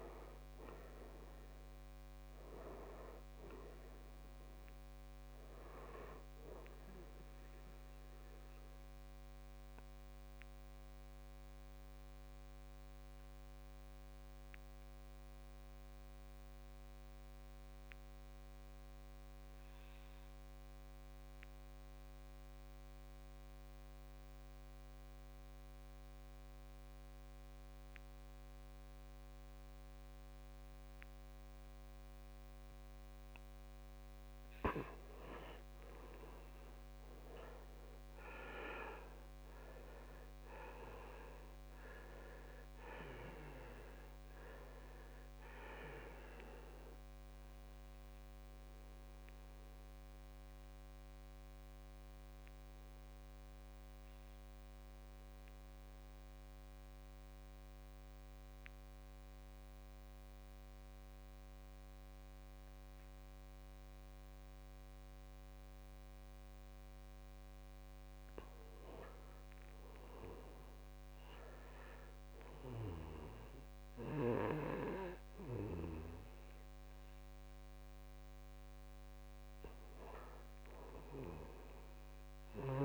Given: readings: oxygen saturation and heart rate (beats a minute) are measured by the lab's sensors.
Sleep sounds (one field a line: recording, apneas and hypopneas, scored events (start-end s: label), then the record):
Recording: breathing in sleep by a microphone on the trachea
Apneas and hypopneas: 2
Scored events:
0.00-5.50 s: oxygen desaturation (device-marked, oxygen 82% lowest, heart rate 53 extreme)
8.00-33.00 s: obstructive apnea (oxygen 98% before, 84% lowest, heart rate 68 before, 53 extreme, up 13 after)
26.50-54.50 s: oxygen desaturation (device-marked, oxygen 97% before, 84% lowest, heart rate 56 before, 56 extreme)
34.50-39.00 s: arousal
47.50-67.00 s: obstructive apnea (oxygen 97% before, 84% lowest, heart rate 63 before, 56 extreme, up 9 after)
69.00-73.00 s: arousal
69.50-82.85 s: oxygen desaturation (device-marked, oxygen 97% before, 89% lowest, heart rate 58 before, 56 extreme)
From the record:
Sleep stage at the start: N2 (light sleep)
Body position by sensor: on the back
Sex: male